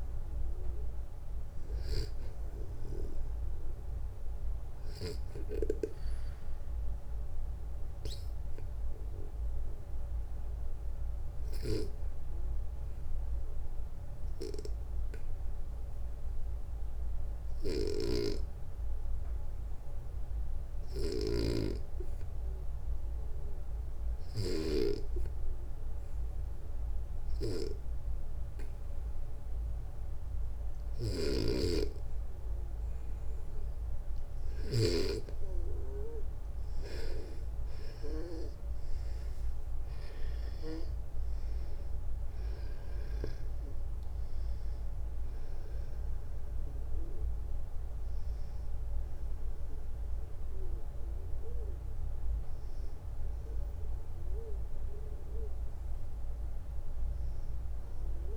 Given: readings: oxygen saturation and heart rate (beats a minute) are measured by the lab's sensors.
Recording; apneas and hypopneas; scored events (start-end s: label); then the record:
breathing in sleep by a room microphone; 1
8.00-31.00 s: obstructive apnea (oxygen 98% before, 89% lowest, heart rate 61 before, 59 extreme, up 4 after)
12.50-22.50 s: oxygen desaturation (device-marked, oxygen 96% before, 93% lowest, heart rate 61 before, 59 extreme)
17.00-24.00 s: snoring (device-marked)
30.50-34.50 s: snoring (device-marked)
38.50-43.00 s: arousal
50.50-58.37 s: oxygen desaturation (device-marked, oxygen 94% before, 89% lowest, heart rate 65 before, 59 extreme)
From the record:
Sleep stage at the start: N2 (light sleep); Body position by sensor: on the back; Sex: male